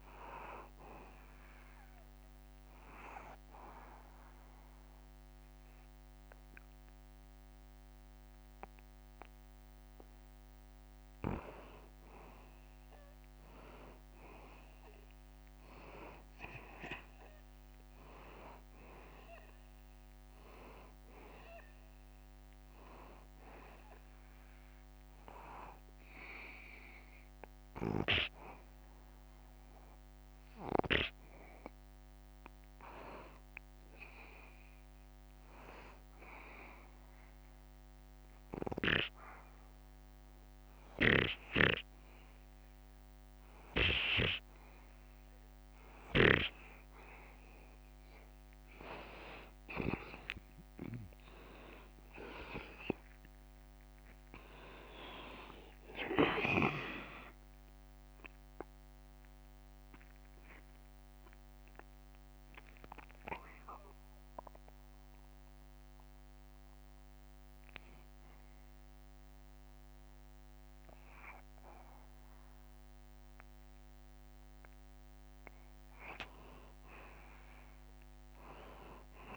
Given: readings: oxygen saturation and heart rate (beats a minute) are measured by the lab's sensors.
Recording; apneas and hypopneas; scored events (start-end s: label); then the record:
breathing in sleep by a microphone on the trachea; 2
0.00-6.00 s: oxygen desaturation (device-marked, oxygen 90% lowest, heart rate 73 extreme)
3.00-13.00 s: obstructive apnea (oxygen 93% before, 89% lowest, heart rate 78 before, 77 extreme, up 2 after)
15.50-20.00 s: arousal
22.00-33.00 s: oxygen desaturation (device-marked, oxygen 93% before, 90% lowest, heart rate 78 before, 77 extreme)
38.50-49.00 s: hypopnea (oxygen 93% before, 89% lowest, heart rate 79 before, 77 extreme, up 2 after)
45.00-68.00 s: oxygen desaturation (device-marked, oxygen 94% before, 90% lowest, heart rate 79 before, 77 extreme)
51.00-56.00 s: arousal
60.00-75.00 s: drop in pulse transit time (device-marked, heart rate 78 before, 81 extreme)
From the record:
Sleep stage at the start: N2 (light sleep); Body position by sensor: on the back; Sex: male